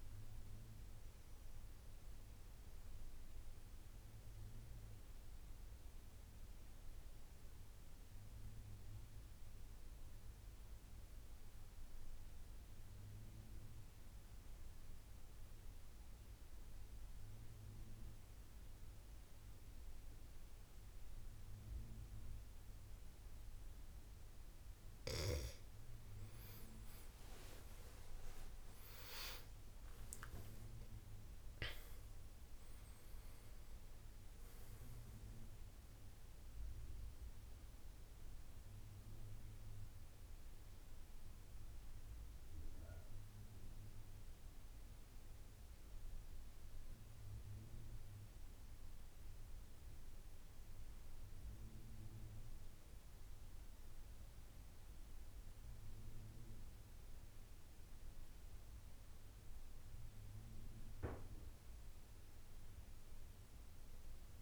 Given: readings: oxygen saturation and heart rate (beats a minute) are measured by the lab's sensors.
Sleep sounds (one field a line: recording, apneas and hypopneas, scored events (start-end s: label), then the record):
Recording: breathing in sleep, hard to hear, by a room microphone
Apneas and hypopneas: 1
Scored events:
0.00-2.00 s: arousal
0.00-17.50 s: oxygen desaturation (device-marked, oxygen 91% lowest, heart rate 78 extreme)
9.00-25.00 s: obstructive apnea (oxygen 95% before, 88% lowest, heart rate 84 before, 76 extreme, up 13 after)
26.50-31.00 s: arousal
29.50-52.50 s: oxygen desaturation (device-marked, oxygen 94% before, 88% lowest, heart rate 81 before, 76 extreme)
57.50-61.50 s: arousal
From the record:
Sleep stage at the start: N2 (light sleep)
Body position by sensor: on the back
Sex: male